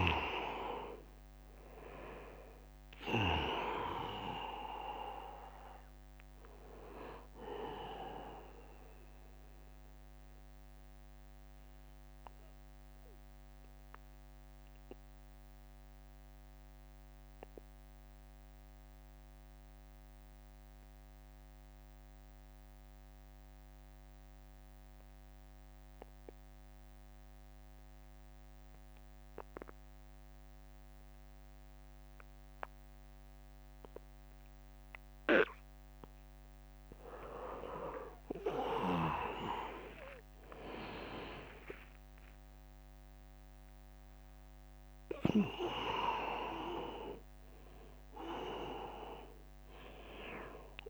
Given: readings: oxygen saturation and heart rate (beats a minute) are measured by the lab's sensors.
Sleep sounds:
breathing in sleep by a microphone on the trachea; 1
0.00-6.50 s: drop in pulse transit time (device-marked, heart rate 72 extreme)
0.00-22.50 s: oxygen desaturation (device-marked, oxygen 80% lowest, heart rate 65 extreme)
10.50-35.00 s: mixed apnea (oxygen 98% before, 80% lowest, heart rate 77 before, 65 extreme, up 22 after)
18.50-20.50 s: long interval between heartbeats (device-marked, heart rate 77 before, 71 extreme)
36.50-50.90 s: oxygen desaturation (device-marked, oxygen 100% before, 81% lowest, heart rate 75 before, 69 extreme)
37.50-41.50 s: arousal
38.50-50.90 s: drop in pulse transit time (device-marked, heart rate 76 before, 77 extreme)
From the record:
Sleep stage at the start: N2 (light sleep); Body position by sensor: on the back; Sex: male

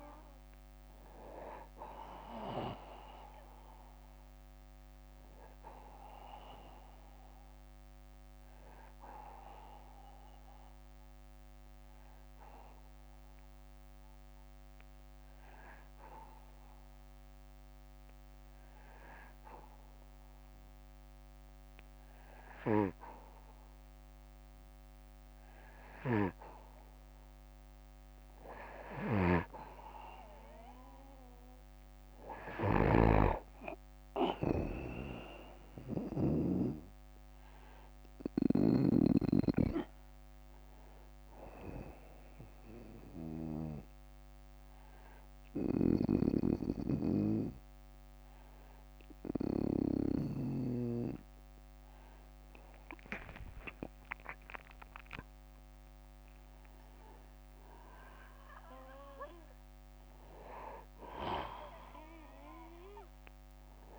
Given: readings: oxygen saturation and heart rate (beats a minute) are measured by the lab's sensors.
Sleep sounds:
breathing in sleep by a microphone on the trachea; 1
5.00-26.00 s: obstructive apnea (oxygen 94% before, 91% lowest, heart rate 66 before, 60 extreme, up 4 after)
25.00-35.50 s: snoring (device-marked)
27.50-30.50 s: arousal
37.50-43.00 s: snoring (device-marked)
45.00-49.00 s: snoring (device-marked)
54.50-57.50 s: arousal
From the record:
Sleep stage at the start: N2 (light sleep); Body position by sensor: on the back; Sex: male

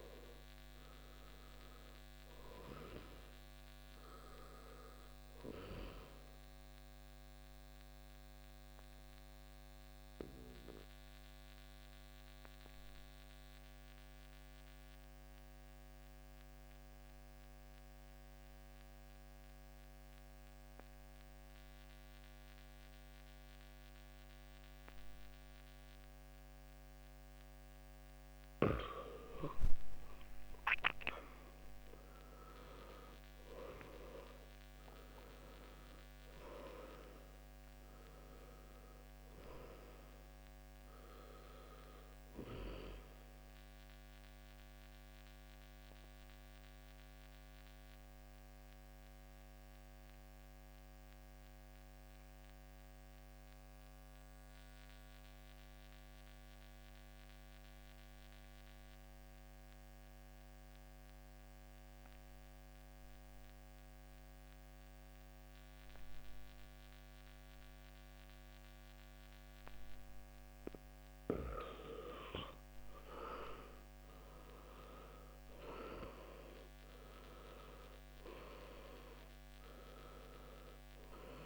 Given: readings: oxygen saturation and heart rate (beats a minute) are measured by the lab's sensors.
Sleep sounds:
breathing in sleep by a microphone on the trachea; 2
0.00-23.50 s: oxygen desaturation (device-marked, oxygen 89% lowest, heart rate 52 extreme)
6.50-29.00 s: obstructive apnea (oxygen 97% before, 89% lowest, heart rate 66 before, 52 extreme, up 15 after)
30.00-33.50 s: arousal
34.50-61.50 s: oxygen desaturation (device-marked, oxygen 97% before, 89% lowest, heart rate 58 before, 52 extreme)
43.50-72.50 s: obstructive apnea (oxygen 97% before, 86% lowest, heart rate 64 before, 52 extreme, up 14 after)
73.50-77.00 s: arousal
74.50-81.46 s: oxygen desaturation (device-marked, oxygen 96% before, 86% lowest, heart rate 57 before, 56 extreme)
From the record:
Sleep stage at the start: N2 (light sleep); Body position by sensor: on the back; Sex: male

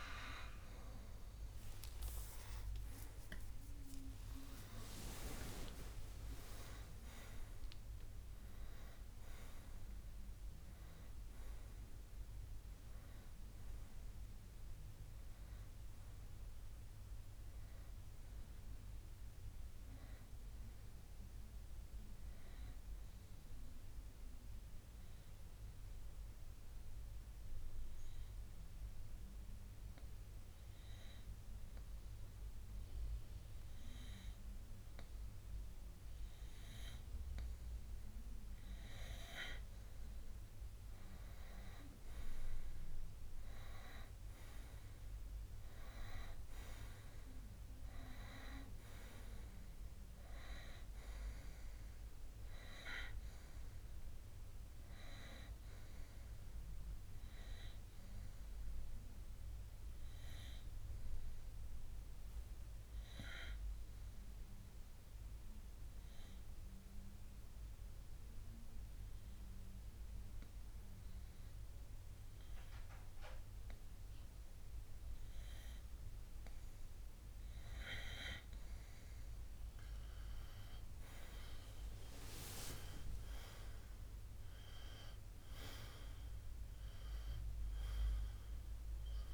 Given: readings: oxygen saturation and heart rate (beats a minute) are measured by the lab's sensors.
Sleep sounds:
breathing in sleep by a room microphone; 2
1.00-4.50 s: arousal
23.00-38.50 s: obstructive apnea (oxygen 94% before, 89% lowest, heart rate 71 before, 57 extreme, up 11 after)
41.50-45.00 s: arousal
50.50-74.50 s: oxygen desaturation (device-marked, oxygen 95% before, 89% lowest, heart rate 64 before, 55 extreme)
60.00-77.00 s: obstructive apnea (oxygen 95% before, 89% lowest, heart rate 67 before, 55 extreme, up 13 after)
79.00-83.00 s: arousal
87.50-89.34 s: oxygen desaturation (device-marked, oxygen 95% before, 92% lowest, heart rate 61 before, 56 extreme)
From the record:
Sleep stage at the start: N2 (light sleep); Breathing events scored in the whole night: 265 in 4.4 hours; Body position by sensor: on the right side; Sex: male

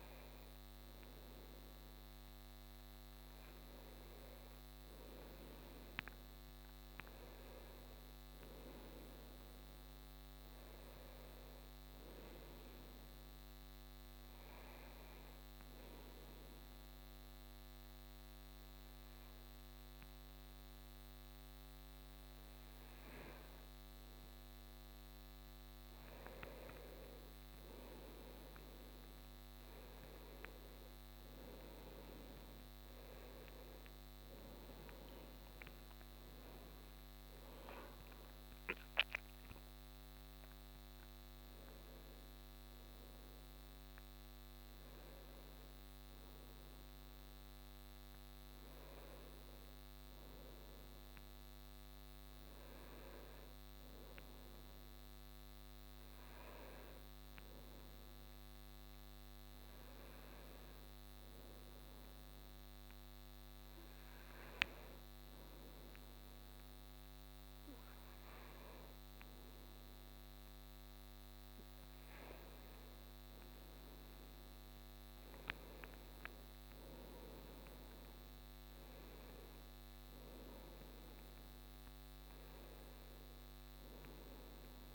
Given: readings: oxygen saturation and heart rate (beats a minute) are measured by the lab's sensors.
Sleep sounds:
breathing in sleep, hard to hear, by a microphone on the trachea; 2
13.50-84.95 s: new sleep stage, N2 (light sleep)
15.50-26.50 s: obstructive apnea (oxygen 94% before, 92% lowest)
30.00-35.00 s: arousal
63.00-73.00 s: hypopnea (oxygen 96% before, 92% lowest)
73.50-78.50 s: arousal
From the record:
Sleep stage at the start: N1 (lightest sleep); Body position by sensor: on the right side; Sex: male

